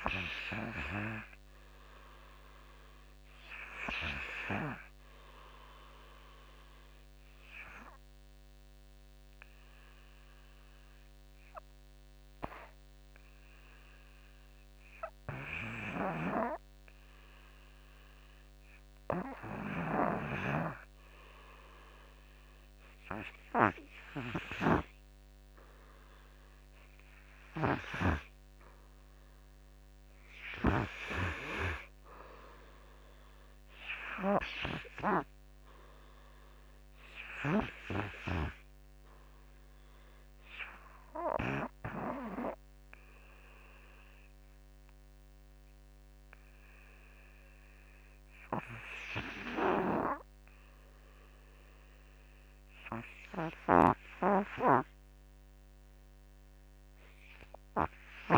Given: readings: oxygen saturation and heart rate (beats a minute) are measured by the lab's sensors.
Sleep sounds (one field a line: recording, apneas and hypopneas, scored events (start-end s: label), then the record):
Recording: breathing in sleep by a microphone on the trachea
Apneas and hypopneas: none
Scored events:
0.00-2.00 s: oxygen desaturation (device-marked, oxygen 81% lowest, heart rate 53 extreme)
23.00-51.00 s: oxygen desaturation (device-marked, oxygen 99% before, 87% lowest, heart rate 55 before, 54 extreme)
24.00-27.50 s: snoring (device-marked)
From the record:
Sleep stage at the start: N2 (light sleep)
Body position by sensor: on the back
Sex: male